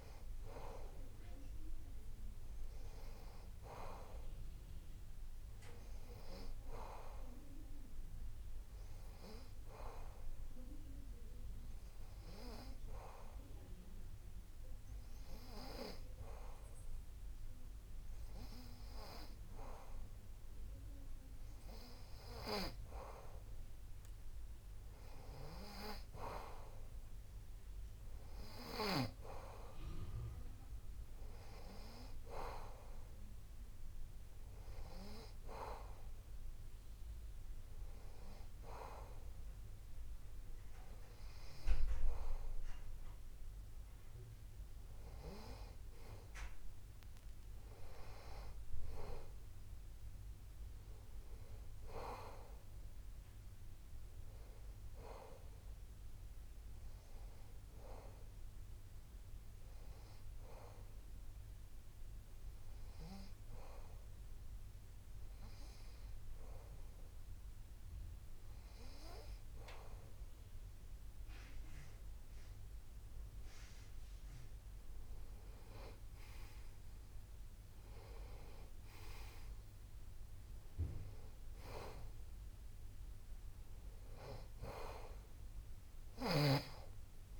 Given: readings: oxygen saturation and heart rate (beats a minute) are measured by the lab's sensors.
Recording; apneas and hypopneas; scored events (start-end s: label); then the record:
a person awake in a sleep study, by a room microphone; none
80.00-87.40 s: new sleep stage, N2 (light sleep)
From the record:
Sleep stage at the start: awake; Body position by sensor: on the back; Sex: male